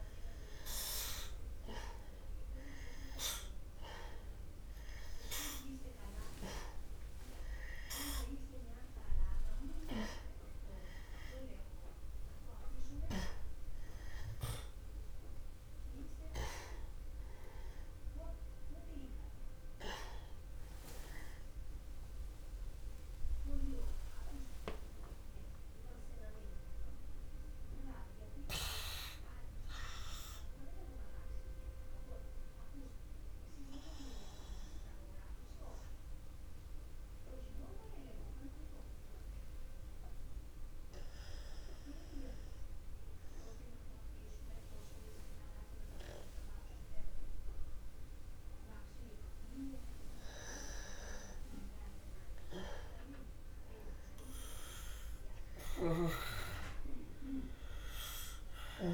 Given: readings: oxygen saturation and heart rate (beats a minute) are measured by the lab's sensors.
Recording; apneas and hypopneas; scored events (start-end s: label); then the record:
breathing in sleep by a room microphone; 1
2.50-33.50 s: oxygen desaturation (device-marked, oxygen 94% before, 86% lowest, heart rate 63 before, 44 extreme)
18.50-23.00 s: arousal
25.00-50.50 s: obstructive apnea (oxygen 94% before, 88% lowest, heart rate 62 before, 44 extreme, up 0 after)
48.50-58.94 s: new sleep stage, N2 (light sleep)
51.50-55.00 s: arousal
56.50-58.94 s: oxygen desaturation (device-marked, oxygen 96% before, 88% lowest, heart rate 64 before, 53 extreme)
57.00-58.94 s: snoring (device-marked)
From the record:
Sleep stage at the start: N1 (lightest sleep); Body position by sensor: on the back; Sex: male